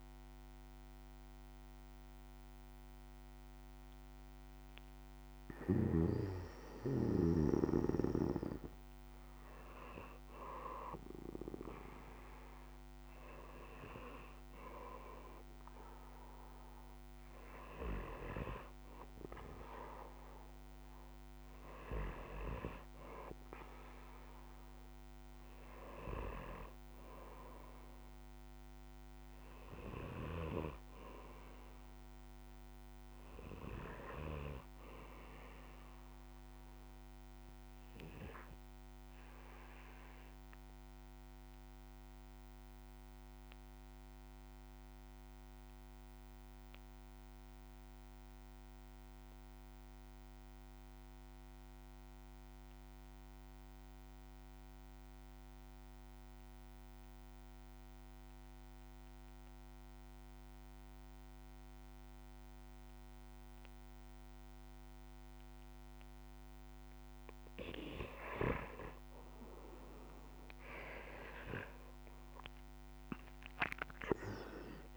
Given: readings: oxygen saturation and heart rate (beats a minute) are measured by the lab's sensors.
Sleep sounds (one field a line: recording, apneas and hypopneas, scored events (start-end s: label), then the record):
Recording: breathing in sleep by a microphone on the trachea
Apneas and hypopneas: 1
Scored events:
0.00-15.00 s: oxygen desaturation (device-marked, oxygen 65% lowest, heart rate 50 extreme)
39.50-66.50 s: obstructive apnea (oxygen 97% before, 84% lowest, heart rate 65 before, 56 extreme, up 13 after)
58.00-74.97 s: oxygen desaturation (device-marked, oxygen 96% before, 84% lowest, heart rate 57 before, 55 extreme)
69.50-73.50 s: arousal
From the record:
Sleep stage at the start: REM sleep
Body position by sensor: on the back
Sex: male